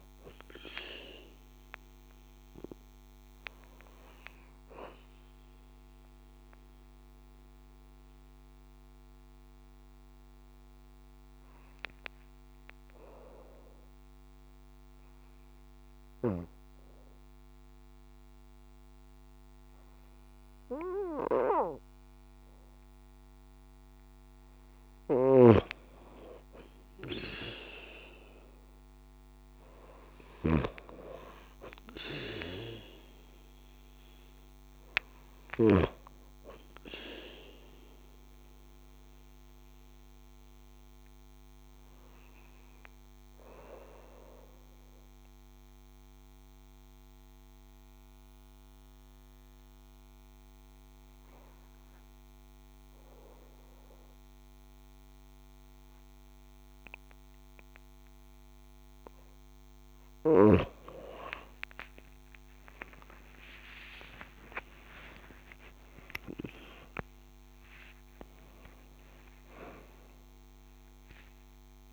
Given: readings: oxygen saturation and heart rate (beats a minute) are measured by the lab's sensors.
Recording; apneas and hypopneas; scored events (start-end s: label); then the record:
breathing in sleep by a microphone on the trachea; 2
6.50-24.50 s: mixed apnea (oxygen 96% before, 92% lowest)
26.50-32.50 s: arousal
34.50-54.50 s: oxygen desaturation (device-marked, oxygen 96% before, 92% lowest)
43.50-59.50 s: mixed apnea (oxygen 96% before, 92% lowest)
61.00-65.50 s: arousal
65.00-67.00 s: long interval between heartbeats (device-marked)
From the record:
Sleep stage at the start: N2 (light sleep); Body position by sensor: on the back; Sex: female